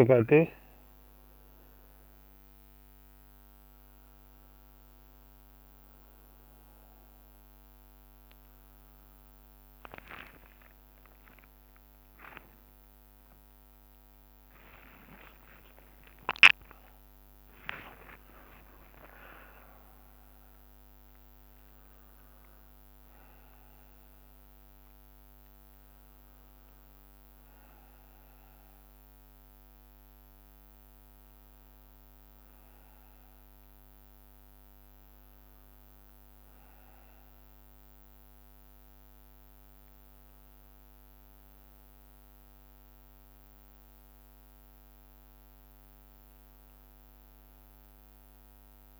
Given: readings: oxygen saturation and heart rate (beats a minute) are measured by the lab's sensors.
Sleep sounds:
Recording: breathing in sleep by a microphone on the trachea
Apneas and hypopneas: none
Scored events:
0.00-2.00 s: bradycardia (device-marked, heart rate 35 extreme)
0.00-10.00 s: drop in pulse transit time (device-marked, heart rate 35 extreme)
5.00-49.00 s: new sleep stage, N1 (lightest sleep)
11.00-18.50 s: arousal
11.00-49.00 s: bradycardia (device-marked)
11.50-13.50 s: long interval between heartbeats (device-marked, heart rate 57 before, 65 extreme)
15.00-17.00 s: long interval between heartbeats (device-marked, heart rate 57 before, 45 extreme)
18.50-20.50 s: long interval between heartbeats (device-marked, heart rate 55 before, 42 extreme)
21.50-23.50 s: long interval between heartbeats (device-marked, heart rate 55 before, 38 extreme)
22.00-24.00 s: drop in pulse transit time (device-marked, heart rate 55 before, 38 extreme)
39.00-49.00 s: drop in pulse transit time (device-marked)
39.50-41.50 s: long interval between heartbeats (device-marked)
From the record:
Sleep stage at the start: N2 (light sleep)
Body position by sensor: on the right side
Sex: male

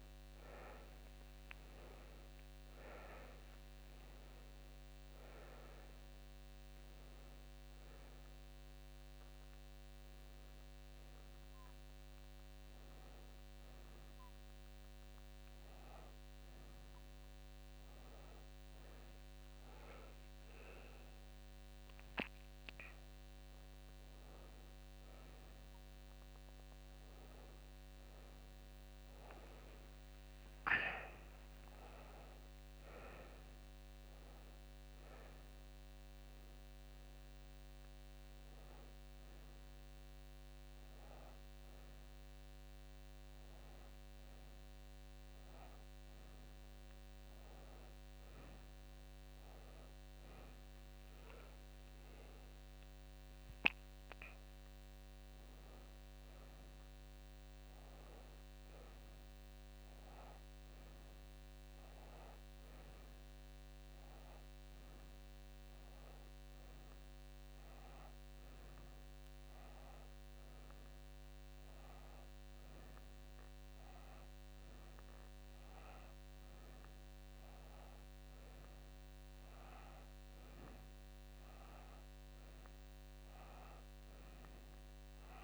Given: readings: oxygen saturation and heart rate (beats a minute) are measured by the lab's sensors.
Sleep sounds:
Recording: a person awake in a sleep study, hard to hear, by a microphone on the trachea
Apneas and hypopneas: none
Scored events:
57.50-85.44 s: new sleep stage, N1 (lightest sleep)
From the record:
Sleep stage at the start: awake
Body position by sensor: on the back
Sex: female

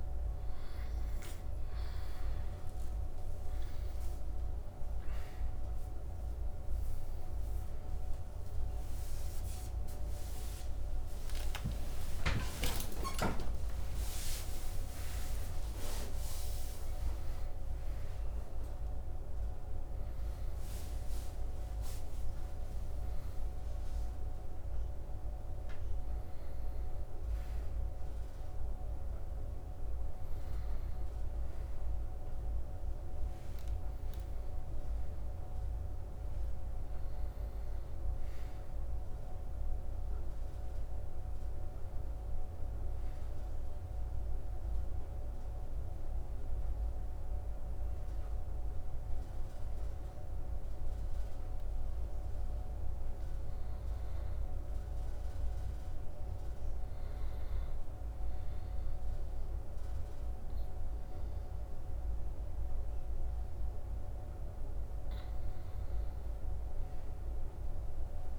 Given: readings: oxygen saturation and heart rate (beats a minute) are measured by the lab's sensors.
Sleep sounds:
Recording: a person partly awake in a sleep study, hard to hear, by a room microphone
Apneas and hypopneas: 1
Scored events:
2.50-21.50 s: oxygen desaturation (device-marked, oxygen 97% before, 87% lowest, heart rate 79 before, 82 extreme)
13.00-15.00 s: long interval between heartbeats (device-marked, heart rate 82 before, 117 extreme)
19.50-49.50 s: new sleep stage, N1 (lightest sleep)
39.50-52.50 s: oxygen desaturation (device-marked, oxygen 97% before, 93% lowest, heart rate 89 before, 77 extreme)
44.00-54.00 s: hypopnea (oxygen 97% before, 90% lowest, heart rate 87 before, 76 extreme, up 0 after)
49.50-68.39 s: new sleep stage, N2 (light sleep)
55.50-59.50 s: arousal
61.50-68.39 s: oxygen desaturation (device-marked, oxygen 95% before, 90% lowest, heart rate 80 before, 76 extreme)
From the record:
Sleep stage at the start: awake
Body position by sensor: on the back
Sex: male

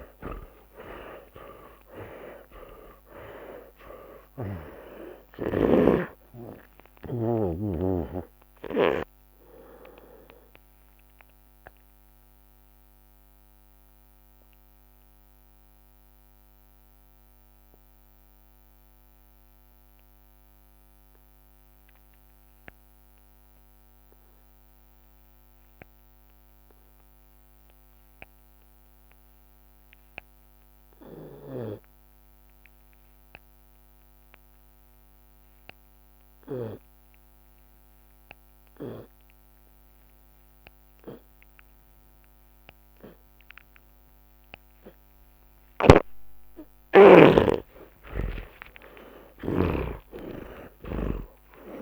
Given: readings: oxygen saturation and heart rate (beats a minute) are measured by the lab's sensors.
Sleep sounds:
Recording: breathing in sleep by a microphone on the trachea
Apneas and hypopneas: 1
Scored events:
0.00-1.50 s: arousal
9.50-44.00 s: mixed apnea (oxygen 94% before, 80% lowest)
14.50-41.50 s: oxygen desaturation (device-marked, oxygen 97% before, 80% lowest)
44.50-50.50 s: tachycardia (device-marked, heart rate 38 before, 130 extreme)
46.00-51.00 s: arousal
49.00-51.00 s: long interval between heartbeats (device-marked)
50.50-51.82 s: snoring (device-marked)
From the record:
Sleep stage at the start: N2 (light sleep)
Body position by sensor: on the back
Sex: male

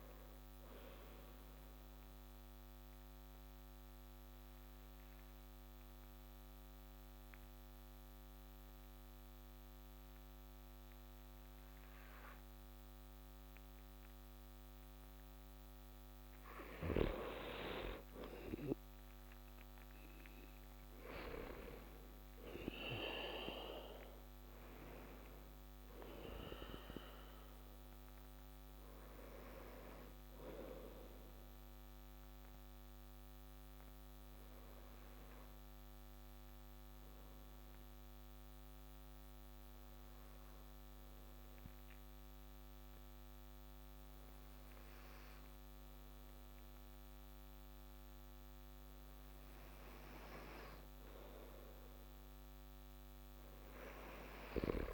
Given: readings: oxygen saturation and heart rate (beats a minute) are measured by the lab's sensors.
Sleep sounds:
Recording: breathing in sleep by a microphone on the trachea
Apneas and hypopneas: 2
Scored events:
0.00-17.50 s: oxygen desaturation (device-marked, oxygen 92% lowest)
1.00-15.00 s: central apnea (oxygen 96% before, 91% lowest)
17.50-20.00 s: arousal
30.50-44.50 s: oxygen desaturation (device-marked, oxygen 97% before, 91% lowest)
32.00-50.00 s: obstructive apnea (oxygen 97% before, 91% lowest)
53.00-54.94 s: arousal
From the record:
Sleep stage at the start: N2 (light sleep)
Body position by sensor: on the back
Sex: male

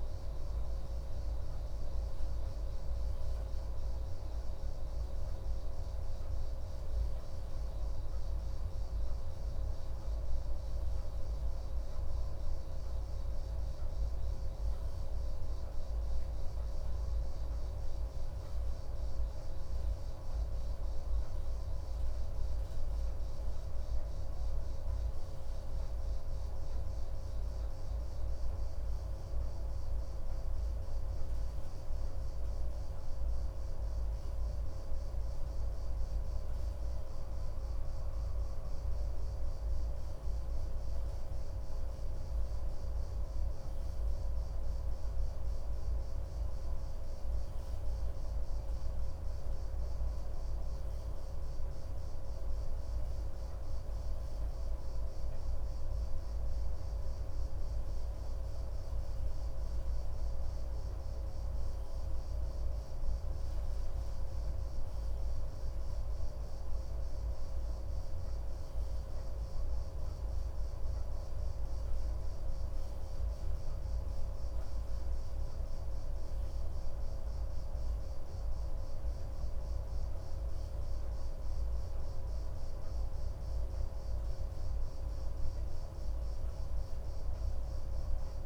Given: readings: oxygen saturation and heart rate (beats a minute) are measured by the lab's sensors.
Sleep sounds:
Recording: breathing in sleep, hard to hear, by a room microphone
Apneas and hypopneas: none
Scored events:
87.00-88.46 s: new sleep stage, N2 (light sleep)
From the record:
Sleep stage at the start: REM sleep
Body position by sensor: on the right side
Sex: male

